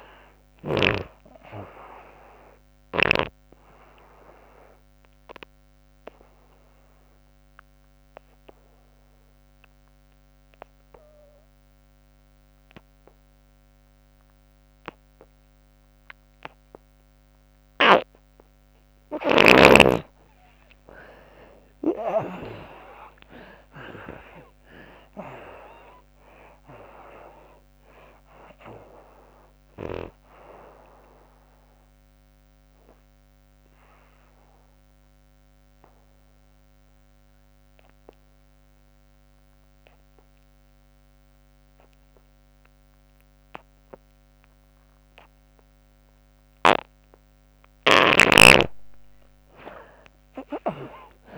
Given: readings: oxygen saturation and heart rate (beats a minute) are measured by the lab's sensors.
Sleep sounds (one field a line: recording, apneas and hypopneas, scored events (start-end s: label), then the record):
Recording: breathing in sleep by a microphone on the trachea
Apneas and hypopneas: 2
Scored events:
0.00-3.00 s: snoring (device-marked)
0.00-11.00 s: oxygen desaturation (device-marked, oxygen 83% lowest, heart rate 83 extreme)
5.00-17.50 s: obstructive apnea (oxygen 97% before, 77% lowest, heart rate 92 before, 78 extreme, up 6 after)
20.50-26.00 s: arousal
28.00-47.00 s: oxygen desaturation (device-marked, oxygen 96% before, 77% lowest, heart rate 103 before, 67 extreme)
31.50-46.50 s: obstructive apnea (oxygen 96% before, 77% lowest, heart rate 103 before, 67 extreme, up 22 after)
49.00-51.38 s: oxygen desaturation (device-marked, oxygen 97% before, 77% lowest, heart rate 101 before, 66 extreme)
From the record:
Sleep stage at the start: N2 (light sleep)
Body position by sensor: on the back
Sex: female